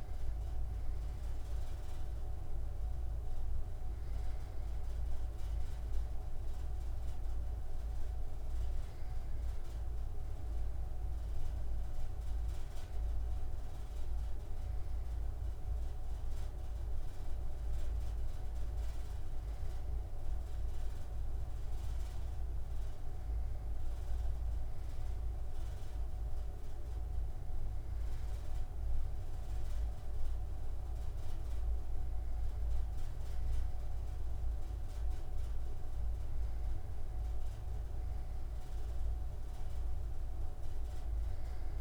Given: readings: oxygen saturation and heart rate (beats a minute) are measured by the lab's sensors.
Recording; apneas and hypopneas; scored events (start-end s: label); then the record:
breathing in sleep, hard to hear, by a room microphone; none
none scored
From the record:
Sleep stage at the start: N2 (light sleep); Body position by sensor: on the right side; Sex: male